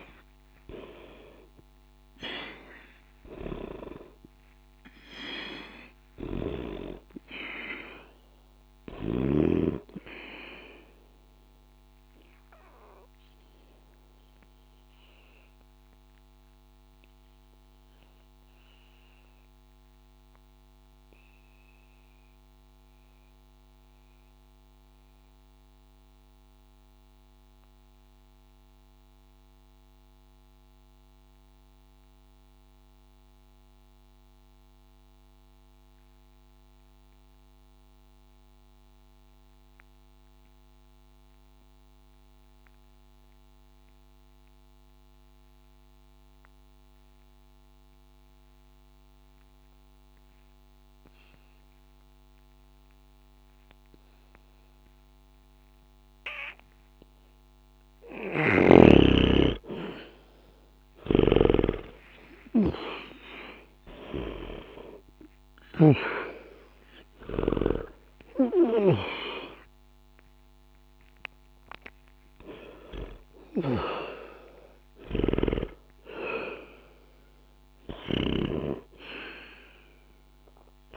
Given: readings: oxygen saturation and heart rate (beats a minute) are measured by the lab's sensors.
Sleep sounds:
breathing in sleep by a microphone on the trachea; 1
0.00-8.50 s: oxygen desaturation (device-marked, oxygen 92% lowest, heart rate 60 extreme)
11.00-58.00 s: obstructive apnea (oxygen 98% before, 78% lowest, heart rate 60 before, 60 extreme, up 0 after)
13.50-35.50 s: oxygen desaturation (device-marked, oxygen 93% before, 78% lowest, heart rate 60 before, 60 extreme)
53.50-80.97 s: oxygen desaturation (device-marked, oxygen 99% before, 78% lowest, heart rate 60 before, 59 extreme)
59.50-64.50 s: arousal
61.00-66.00 s: snoring (device-marked)
75.00-78.50 s: snoring (device-marked)
From the record:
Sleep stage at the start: N2 (light sleep); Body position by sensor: on the back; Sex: male

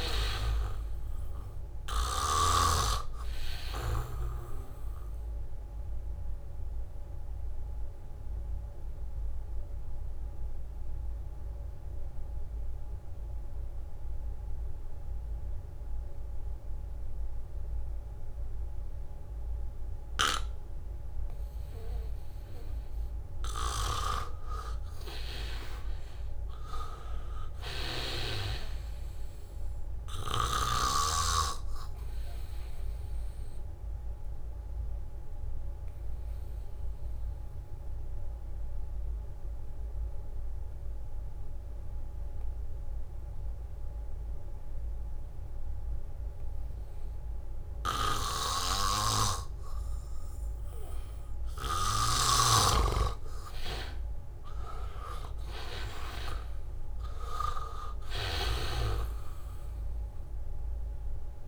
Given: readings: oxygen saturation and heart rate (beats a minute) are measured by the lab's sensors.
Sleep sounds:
breathing in sleep by a room microphone; 2
0.00-2.00 s: arousal
0.00-17.50 s: oxygen desaturation (device-marked, oxygen 83% lowest, heart rate 76 extreme)
6.50-23.00 s: obstructive apnea (oxygen 98% before, 83% lowest, heart rate 78 before, 76 extreme, up 3 after)
23.50-26.00 s: leg movement (device-marked)
24.00-28.50 s: snoring (device-marked)
25.50-29.00 s: arousal
25.50-44.50 s: oxygen desaturation (device-marked, oxygen 98% before, 86% lowest, heart rate 78 before, 72 extreme)
34.50-50.00 s: obstructive apnea (oxygen 98% before, 83% lowest, heart rate 78 before, 72 extreme)
48.50-52.00 s: leg movement (device-marked)
49.00-52.50 s: snoring (device-marked)
49.50-61.48 s: oxygen desaturation (device-marked, oxygen 98% before, 84% lowest, heart rate 79 before, 72 extreme)
52.50-54.50 s: leg movement (device-marked)
53.00-56.50 s: arousal
From the record:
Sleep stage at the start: N2 (light sleep); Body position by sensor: on the back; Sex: male

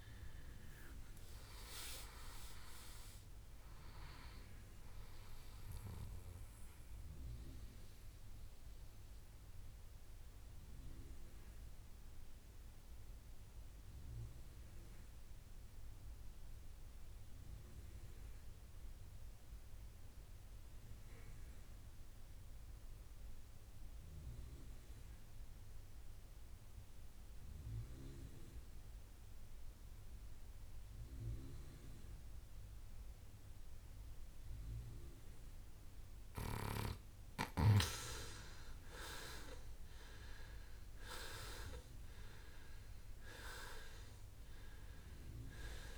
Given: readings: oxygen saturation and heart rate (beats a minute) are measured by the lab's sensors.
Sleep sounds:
breathing in sleep by a room microphone; 1
0.00-19.50 s: oxygen desaturation (device-marked, oxygen 92% lowest, heart rate 59 extreme)
6.50-37.00 s: mixed apnea (oxygen 97% before, 92% lowest, heart rate 70 before, 58 extreme, up 12 after)
31.00-33.00 s: long interval between heartbeats (device-marked, heart rate 63 before, 78 extreme)
31.50-45.98 s: oxygen desaturation (device-marked, oxygen 98% before, 92% lowest, heart rate 64 before, 58 extreme)
40.00-43.50 s: arousal
From the record:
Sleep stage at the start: N2 (light sleep); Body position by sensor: on the right side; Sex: male

